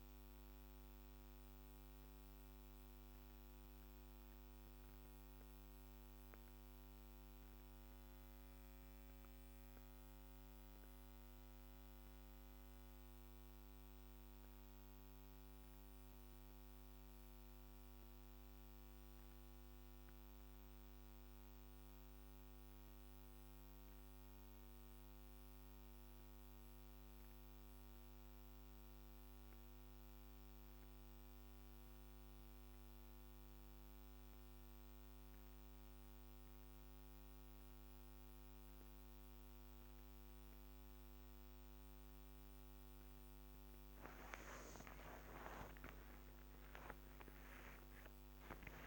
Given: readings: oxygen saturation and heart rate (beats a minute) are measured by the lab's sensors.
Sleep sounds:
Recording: breathing in sleep by a microphone on the trachea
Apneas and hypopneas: 1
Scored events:
16.50-36.00 s: hypopnea (oxygen 97% before, 92% lowest, heart rate 53 before, 51 extreme, up 5 after)
40.50-48.87 s: new sleep stage, awake
42.50-48.87 s: drop in pulse transit time (device-marked, heart rate 52 before, 55 extreme)
From the record:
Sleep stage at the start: N2 (light sleep)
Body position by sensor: on the back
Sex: female

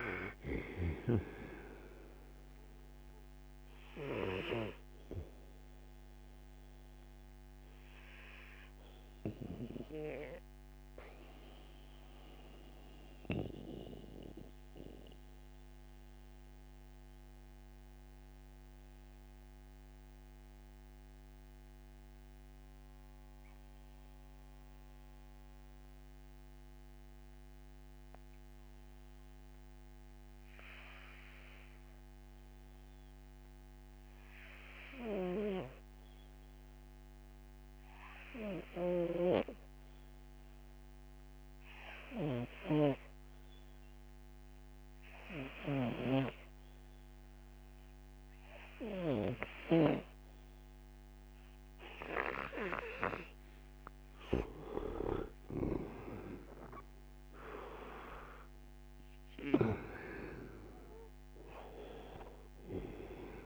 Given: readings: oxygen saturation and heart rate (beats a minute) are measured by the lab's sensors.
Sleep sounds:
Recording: breathing in sleep by a microphone on the trachea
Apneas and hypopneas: 1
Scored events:
2.00-33.00 s: oxygen desaturation (device-marked, oxygen 94% before, 84% lowest, heart rate 61 before, 59 extreme)
5.00-54.00 s: mixed apnea (oxygen 96% before, 78% lowest, heart rate 62 before, 59 extreme, up 11 after)
44.00-63.46 s: oxygen desaturation (device-marked, oxygen 98% before, 78% lowest, heart rate 65 before, 60 extreme)
55.00-59.50 s: arousal
55.00-59.50 s: snoring (device-marked)
From the record:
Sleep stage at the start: N2 (light sleep)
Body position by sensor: on the right side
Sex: male

